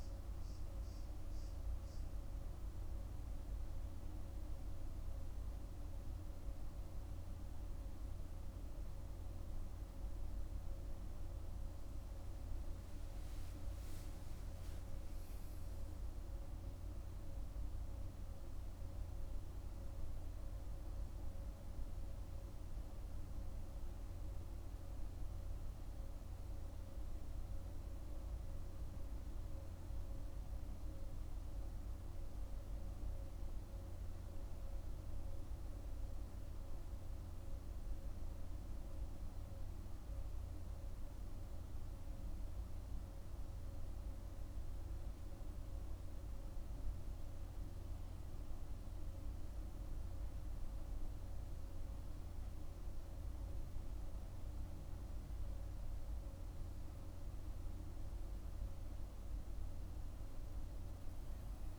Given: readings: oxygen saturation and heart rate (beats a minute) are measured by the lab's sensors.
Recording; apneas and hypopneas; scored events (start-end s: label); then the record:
breathing in sleep, hard to hear, by a room microphone; none
none scored
From the record:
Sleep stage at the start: N1 (lightest sleep); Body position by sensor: on the back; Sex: male